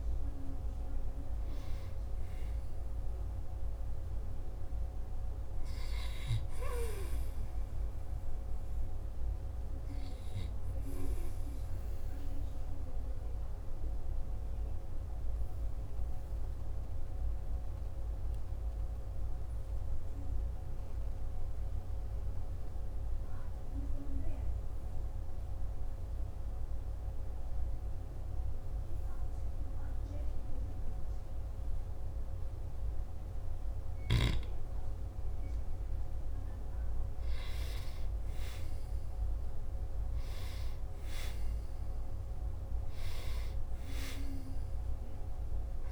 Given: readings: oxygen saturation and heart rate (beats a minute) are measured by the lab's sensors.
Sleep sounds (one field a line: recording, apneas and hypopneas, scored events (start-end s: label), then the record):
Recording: breathing in sleep, hard to hear, by a room microphone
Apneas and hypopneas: 1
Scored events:
11.50-27.50 s: oxygen desaturation (device-marked, oxygen 96% before, 88% lowest, heart rate 59 before, 48 extreme)
12.00-37.00 s: obstructive apnea (oxygen 97% before, 88% lowest, heart rate 59 before, 48 extreme, up 6 after)
38.50-42.50 s: arousal
From the record:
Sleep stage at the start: N2 (light sleep)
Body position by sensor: on the back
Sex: male